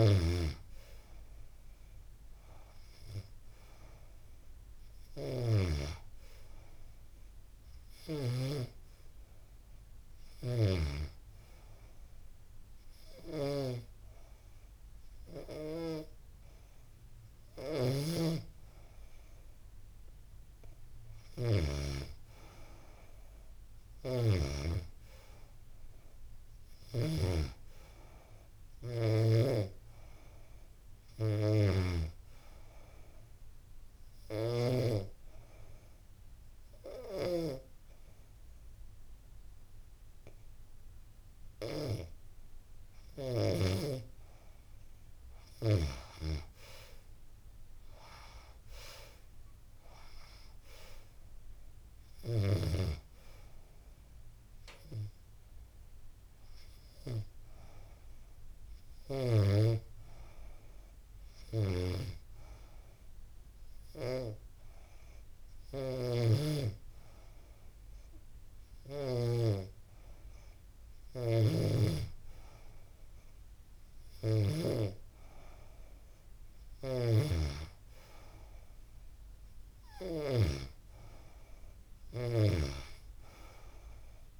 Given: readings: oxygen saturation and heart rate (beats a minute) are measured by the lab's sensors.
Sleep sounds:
breathing in sleep by a room microphone; 1
33.50-43.50 s: obstructive apnea (oxygen 95% before, 89% lowest, heart rate 87 before, 83 extreme, up 4 after)
45.00-48.00 s: arousal
47.00-61.00 s: oxygen desaturation (device-marked, oxygen 94% before, 89% lowest, heart rate 86 before, 83 extreme)
65.00-68.50 s: snoring (device-marked)
70.50-76.50 s: snoring (device-marked)
From the record:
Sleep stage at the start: N2 (light sleep); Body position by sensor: on the back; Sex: female

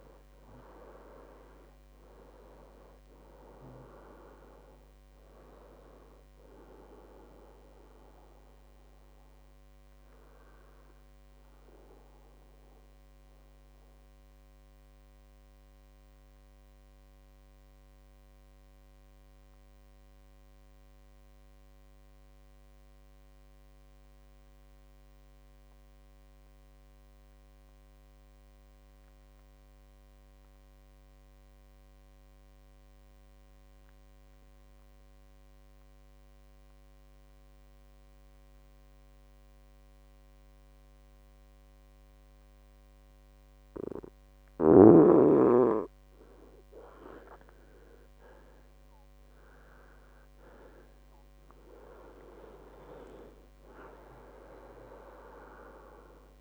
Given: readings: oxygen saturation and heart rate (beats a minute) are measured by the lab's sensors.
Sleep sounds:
breathing in sleep by a microphone on the trachea; 1
0.00-1.50 s: arousal
0.00-25.50 s: oxygen desaturation (device-marked, oxygen 85% lowest, heart rate 56 extreme)
12.50-44.50 s: mixed apnea (oxygen 95% before, 86% lowest, heart rate 77 before, 56 extreme, up 16 after)
13.00-15.00 s: long interval between heartbeats (device-marked, heart rate 77 before, 63 extreme)
42.50-56.41 s: oxygen desaturation (device-marked, oxygen 98% before, 89% lowest, heart rate 60 before, 59 extreme)
47.00-52.00 s: arousal
From the record:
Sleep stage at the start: N2 (light sleep); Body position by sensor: on the back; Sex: male

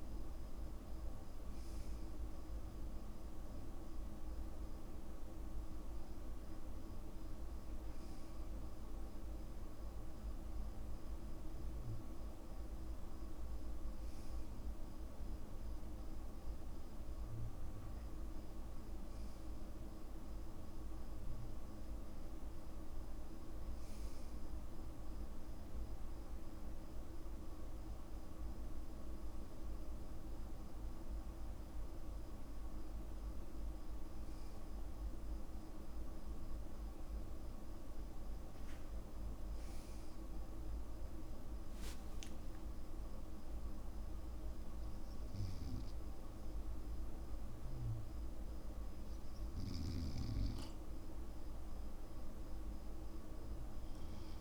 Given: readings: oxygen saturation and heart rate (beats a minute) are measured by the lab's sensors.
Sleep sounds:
breathing in sleep, hard to hear, by a room microphone; none
none scored
From the record:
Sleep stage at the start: N2 (light sleep); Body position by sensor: on the back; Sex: male

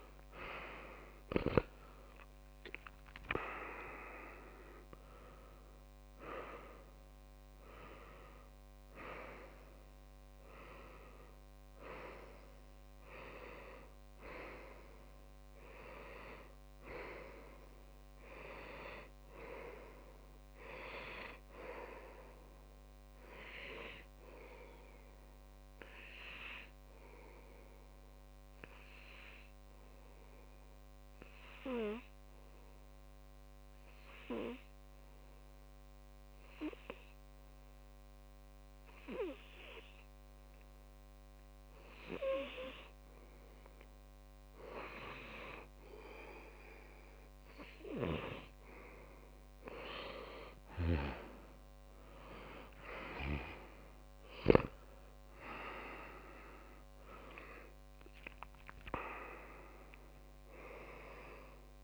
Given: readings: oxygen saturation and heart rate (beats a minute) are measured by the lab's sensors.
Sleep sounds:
breathing in sleep by a microphone on the trachea; 1
0.00-4.00 s: arousal
27.50-43.50 s: obstructive apnea (oxygen 96% before, 95% lowest)
53.50-58.50 s: arousal
From the record:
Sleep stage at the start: N2 (light sleep); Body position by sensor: on the back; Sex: male

